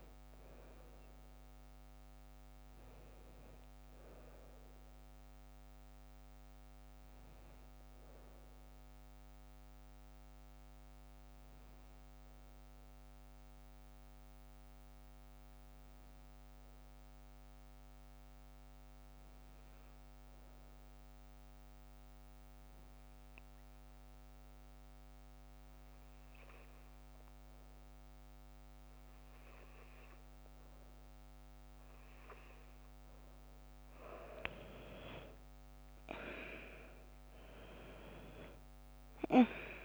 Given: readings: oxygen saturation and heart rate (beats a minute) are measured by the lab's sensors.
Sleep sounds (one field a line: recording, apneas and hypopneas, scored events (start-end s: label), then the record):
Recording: breathing in sleep by a microphone on the trachea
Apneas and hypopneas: 1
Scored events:
0.00-4.50 s: oxygen desaturation (device-marked, oxygen 90% lowest, heart rate 50 extreme)
11.50-30.50 s: obstructive apnea (oxygen 96% before, 92% lowest, heart rate 61 before, 54 extreme, up 3 after)
33.50-39.85 s: oxygen desaturation (device-marked, oxygen 99% before, 92% lowest, heart rate 57 before, 56 extreme)
35.00-39.85 s: arousal
From the record:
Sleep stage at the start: N2 (light sleep)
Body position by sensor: on the right side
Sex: female